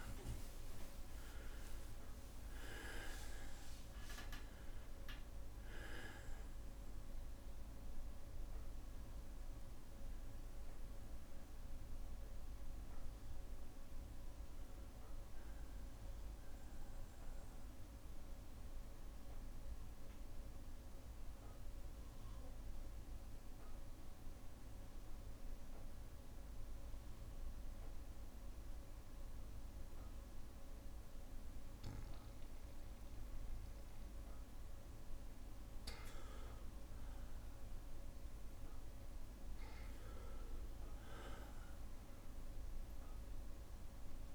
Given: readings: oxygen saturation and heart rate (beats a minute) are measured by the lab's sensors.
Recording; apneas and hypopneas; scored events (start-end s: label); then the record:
breathing in sleep by a room microphone; 1
0.00-5.00 s: arousal
0.00-22.00 s: oxygen desaturation (device-marked, oxygen 92% lowest, heart rate 60 extreme)
17.50-32.50 s: obstructive apnea (oxygen 98% before, 92% lowest, heart rate 64 before, 59 extreme, up 3 after)
34.00-38.00 s: arousal
40.00-44.35 s: oxygen desaturation (device-marked, oxygen 99% before, 95% lowest, heart rate 61 before, 59 extreme)
From the record:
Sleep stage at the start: N2 (light sleep); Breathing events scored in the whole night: 319 in 3.9 hours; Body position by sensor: on the back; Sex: male